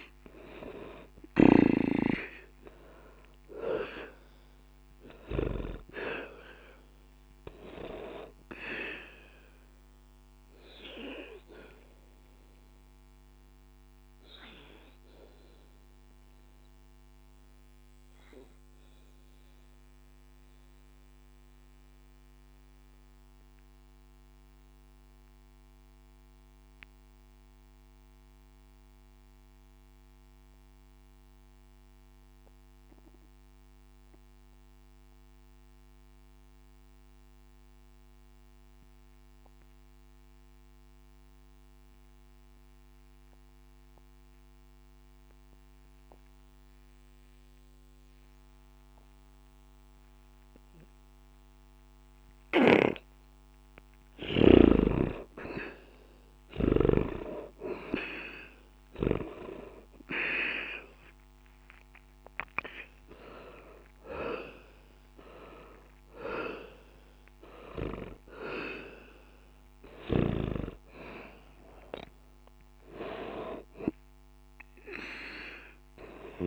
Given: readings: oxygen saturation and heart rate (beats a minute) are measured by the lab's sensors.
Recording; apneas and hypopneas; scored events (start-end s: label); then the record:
breathing in sleep by a microphone on the trachea; 1
0.00-31.50 s: oxygen desaturation (device-marked, oxygen 80% lowest, heart rate 59 extreme)
11.00-54.00 s: mixed apnea (oxygen 98% before, 75% lowest, heart rate 61 before, 59 extreme, up 3 after)
51.50-76.47 s: oxygen desaturation (device-marked, oxygen 98% before, 75% lowest, heart rate 60 before, 59 extreme)
56.50-61.00 s: arousal
From the record:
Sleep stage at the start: N2 (light sleep); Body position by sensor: on the back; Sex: male